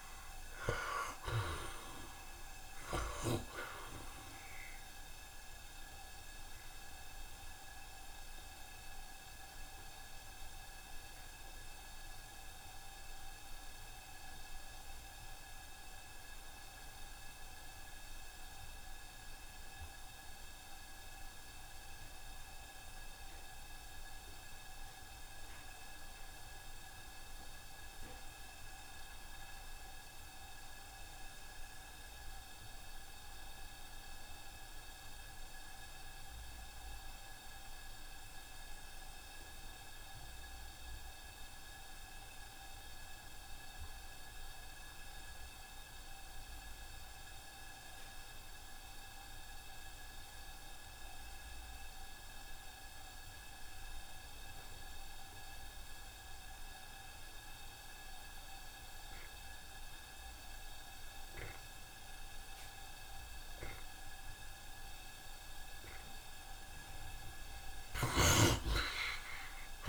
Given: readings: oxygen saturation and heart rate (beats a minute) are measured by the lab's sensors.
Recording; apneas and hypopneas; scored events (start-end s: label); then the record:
breathing in sleep by a room microphone; 1
0.00-17.00 s: oxygen desaturation (device-marked, oxygen 62% lowest, heart rate 70 extreme)
7.00-65.50 s: obstructive apnea (oxygen 91% before, 58% lowest, heart rate 77 before, 70 extreme, up 21 after)
23.00-69.89 s: oxygen desaturation (device-marked, oxygen 91% before, 58% lowest, heart rate 75 before, 73 extreme)
57.00-59.00 s: long interval between heartbeats (device-marked, heart rate 76 before, 87 extreme)
68.00-69.89 s: arousal
68.50-69.89 s: long interval between heartbeats (device-marked, heart rate 81 before, 89 extreme)
From the record:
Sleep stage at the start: N2 (light sleep); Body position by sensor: on the right side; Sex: male